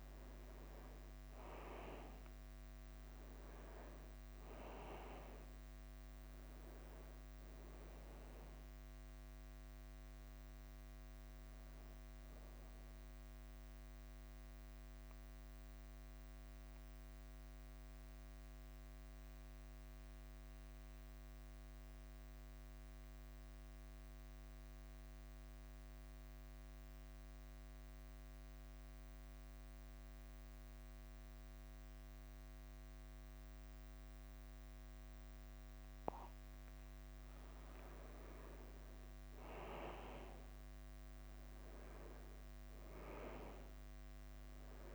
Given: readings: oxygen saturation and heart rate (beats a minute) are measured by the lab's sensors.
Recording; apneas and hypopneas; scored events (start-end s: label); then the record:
breathing in sleep by a microphone on the trachea; 1
0.00-44.95 s: bradycardia (device-marked, heart rate 47 extreme)
14.50-36.00 s: mixed apnea (oxygen 99% before, 95% lowest, heart rate 51 before, 47 extreme, up 7 after)
38.00-42.50 s: arousal
From the record:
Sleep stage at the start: N2 (light sleep); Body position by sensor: on the back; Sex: male